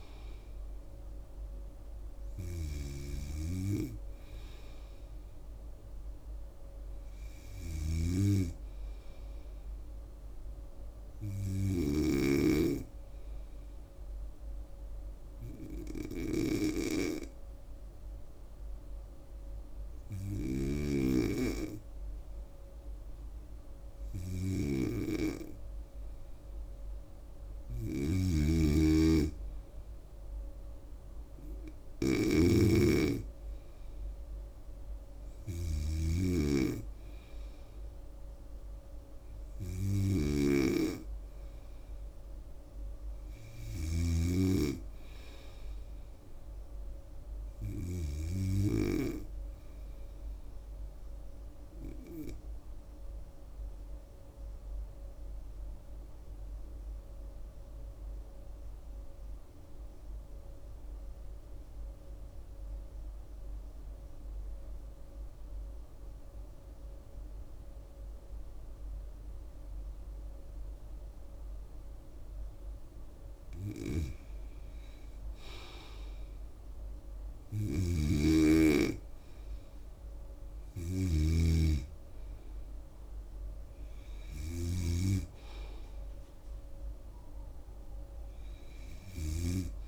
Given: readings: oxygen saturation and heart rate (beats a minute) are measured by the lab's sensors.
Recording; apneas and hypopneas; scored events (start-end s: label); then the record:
breathing in sleep by a room microphone; 2
0.00-12.50 s: snoring (device-marked)
14.00-27.50 s: hypopnea (oxygen 97% before, 88% lowest, heart rate 79 before, 76 extreme, up 4 after)
20.50-48.50 s: snoring (device-marked)
30.50-33.50 s: arousal
53.00-74.50 s: obstructive apnea (oxygen 98% before, 87% lowest, heart rate 78 before, 74 extreme, up 5 after)
73.00-89.88 s: oxygen desaturation (device-marked, oxygen 97% before, 87% lowest, heart rate 76 before, 77 extreme)
76.00-79.00 s: arousal
77.50-89.88 s: snoring (device-marked)
From the record:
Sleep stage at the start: N2 (light sleep); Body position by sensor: on the right side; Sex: female